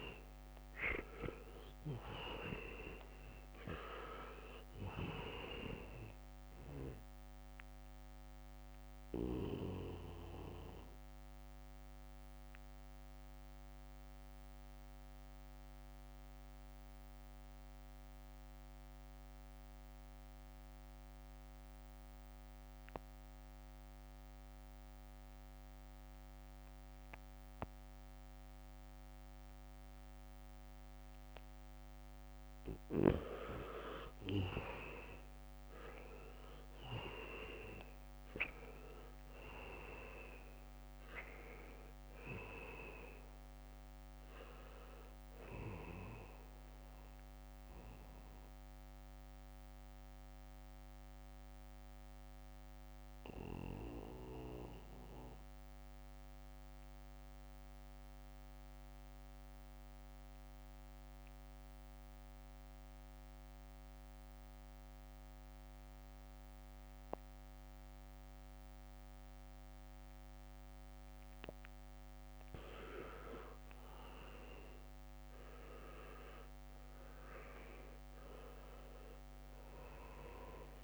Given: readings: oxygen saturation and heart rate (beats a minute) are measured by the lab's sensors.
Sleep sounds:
breathing in sleep by a microphone on the trachea; 2
0.00-3.50 s: arousal
0.00-24.00 s: oxygen desaturation (device-marked, oxygen 81% lowest, heart rate 65 extreme)
1.00-9.50 s: leg movement (device-marked)
7.00-31.50 s: obstructive apnea (oxygen 99% before, 80% lowest, heart rate 71 before, 65 extreme, up 0 after)
31.00-40.00 s: leg movement (device-marked)
33.00-37.00 s: arousal
33.00-62.00 s: oxygen desaturation (device-marked, oxygen 99% before, 80% lowest, heart rate 74 before, 63 extreme)
42.50-52.00 s: leg movement (device-marked)
50.50-72.00 s: mixed apnea (oxygen 99% before, 80% lowest, heart rate 70 before, 63 extreme)
69.00-80.84 s: oxygen desaturation (device-marked, oxygen 99% before, 90% lowest, heart rate 75 before, 63 extreme)
71.00-80.84 s: new sleep stage, N1 (lightest sleep)
From the record:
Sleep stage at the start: N2 (light sleep); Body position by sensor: on the back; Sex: male

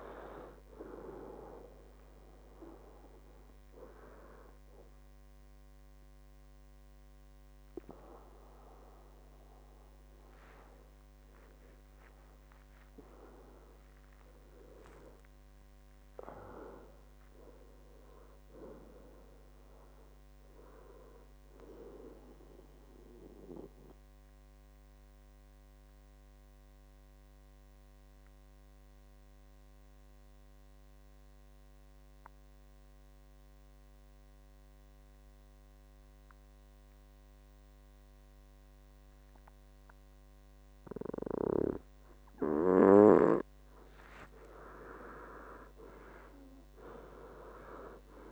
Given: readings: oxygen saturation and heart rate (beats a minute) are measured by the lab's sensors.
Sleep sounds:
breathing in sleep by a microphone on the trachea; 1
0.00-17.50 s: oxygen desaturation (device-marked, oxygen 88% lowest, heart rate 58 extreme)
17.00-20.00 s: arousal
22.00-43.50 s: obstructive apnea (oxygen 98% before, 92% lowest, heart rate 72 before, 57 extreme, up 20 after)
45.00-48.32 s: arousal
45.50-48.32 s: oxygen desaturation (device-marked, oxygen 98% before, 92% lowest, heart rate 61 before, 56 extreme)
From the record:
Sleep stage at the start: N2 (light sleep); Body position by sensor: on the back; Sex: male

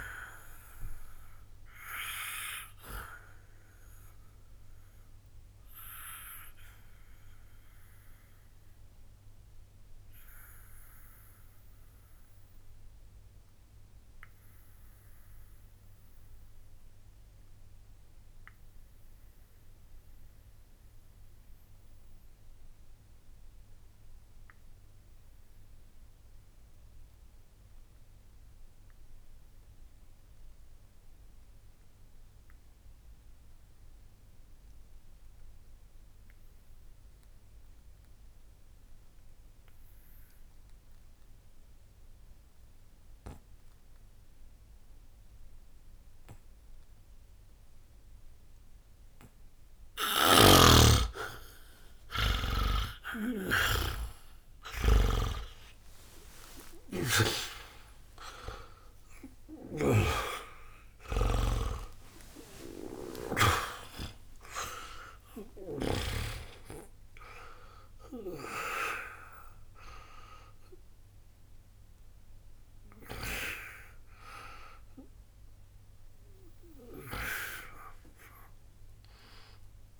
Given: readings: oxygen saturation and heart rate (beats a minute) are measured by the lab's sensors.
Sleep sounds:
breathing in sleep by a room microphone; 1
0.00-26.00 s: oxygen desaturation (device-marked, oxygen 74% lowest, heart rate 60 extreme)
6.50-49.50 s: obstructive apnea (oxygen 94% before, 73% lowest, heart rate 60 before, 50 extreme, up 30 after)
39.00-80.00 s: oxygen desaturation (device-marked, oxygen 99% before, 73% lowest, heart rate 60 before, 50 extreme)
49.50-57.00 s: snoring (device-marked)
52.00-55.50 s: arousal
63.00-67.50 s: arousal
67.00-72.00 s: bradycardia (device-marked, heart rate 69 before, 55 extreme)
From the record:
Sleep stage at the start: N2 (light sleep); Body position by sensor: on the back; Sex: male

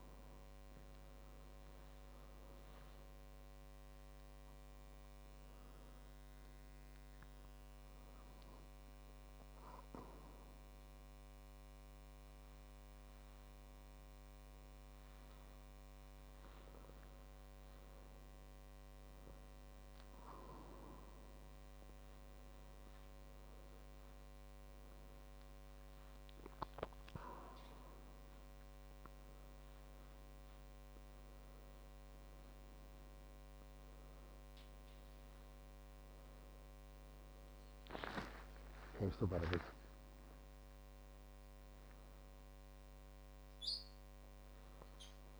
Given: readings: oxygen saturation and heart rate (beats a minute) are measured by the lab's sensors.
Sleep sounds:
a person awake in a sleep study, by a microphone on the trachea; none
29.00-31.00 s: long interval between heartbeats (device-marked)
35.00-39.50 s: arousal
42.00-44.00 s: long interval between heartbeats (device-marked)
From the record:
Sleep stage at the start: awake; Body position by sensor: on the back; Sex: male

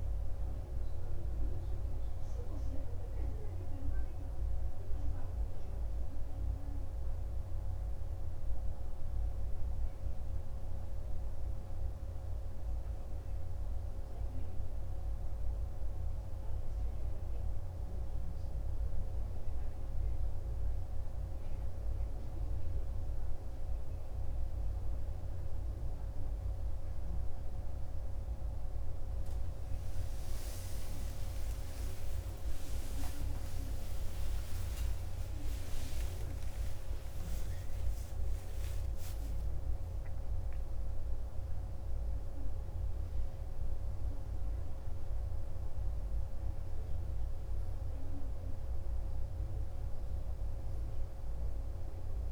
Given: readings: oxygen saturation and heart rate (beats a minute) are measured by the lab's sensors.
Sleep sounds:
breathing in sleep, hard to hear, by a room microphone; none
29.00-35.50 s: arousal
From the record:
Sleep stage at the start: N2 (light sleep); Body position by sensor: on the right side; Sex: male

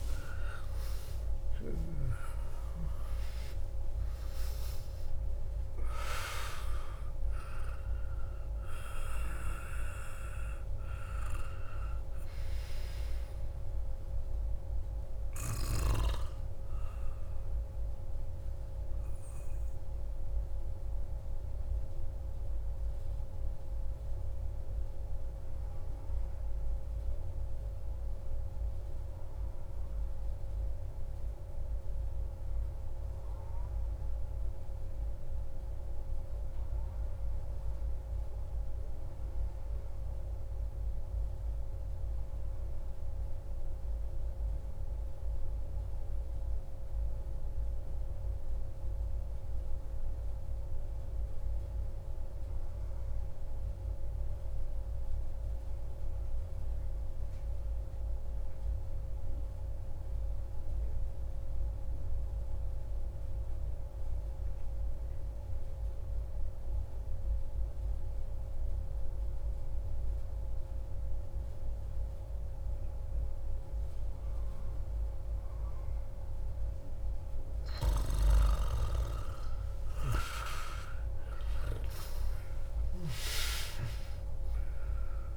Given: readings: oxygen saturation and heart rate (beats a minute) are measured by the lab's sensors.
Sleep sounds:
breathing in sleep by a room microphone; 1
0.00-1.50 s: arousal
0.00-22.50 s: oxygen desaturation (device-marked, oxygen 89% lowest)
22.50-77.00 s: obstructive apnea (oxygen 98% before, 87% lowest)
51.50-85.36 s: oxygen desaturation (device-marked, oxygen 97% before, 87% lowest)
79.50-84.50 s: arousal
From the record:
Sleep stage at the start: N2 (light sleep); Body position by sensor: on the back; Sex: male

